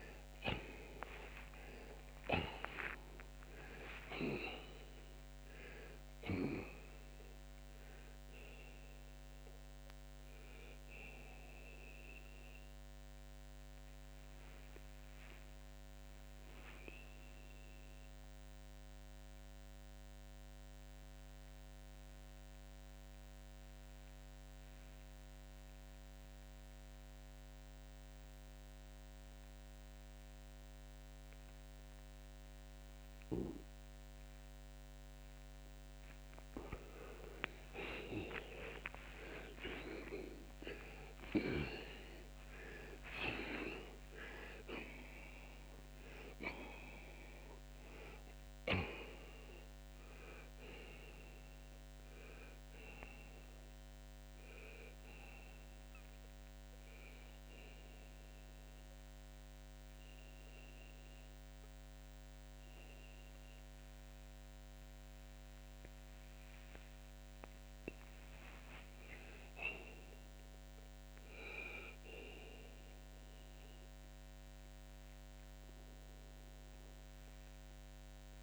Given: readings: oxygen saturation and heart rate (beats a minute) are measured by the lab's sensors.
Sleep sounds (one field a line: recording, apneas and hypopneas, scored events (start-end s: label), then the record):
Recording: breathing in sleep by a microphone on the trachea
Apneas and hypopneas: 2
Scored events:
13.00-35.50 s: obstructive apnea (oxygen 91% before, 81% lowest, heart rate 80 before, 31 extreme, up 55 after)
24.00-37.00 s: oxygen desaturation (device-marked, oxygen 90% before, 84% lowest, heart rate 48 before, 31 extreme)
39.00-43.50 s: arousal
56.50-67.50 s: central apnea (oxygen 88% before, 81% lowest, heart rate 78 before, 75 extreme, up 12 after)
64.00-78.43 s: oxygen desaturation (device-marked, oxygen 89% before, 81% lowest, heart rate 68 before, 75 extreme)
70.00-74.00 s: arousal
From the record:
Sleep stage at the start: N2 (light sleep)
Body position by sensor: on the back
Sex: male